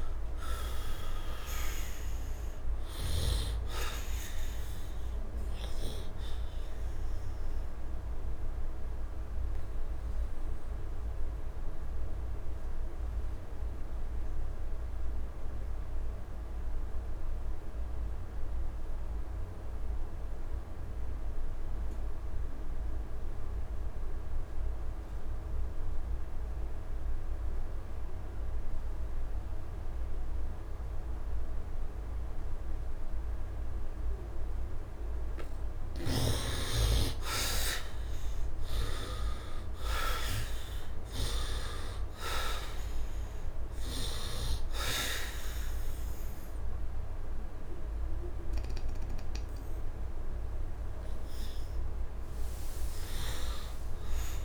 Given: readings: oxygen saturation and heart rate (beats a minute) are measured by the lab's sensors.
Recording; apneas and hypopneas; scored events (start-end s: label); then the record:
breathing in sleep by a room microphone; 1
0.00-24.50 s: oxygen desaturation (device-marked, oxygen 72% lowest, heart rate 66 extreme)
8.50-34.00 s: obstructive apnea (oxygen 100% before, 72% lowest, heart rate 79 before, 67 extreme, up 8 after)
34.50-54.45 s: oxygen desaturation (device-marked, oxygen 100% before, 73% lowest, heart rate 73 before, 68 extreme)
36.50-41.00 s: arousal
From the record:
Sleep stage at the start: N2 (light sleep); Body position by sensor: on the right side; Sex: male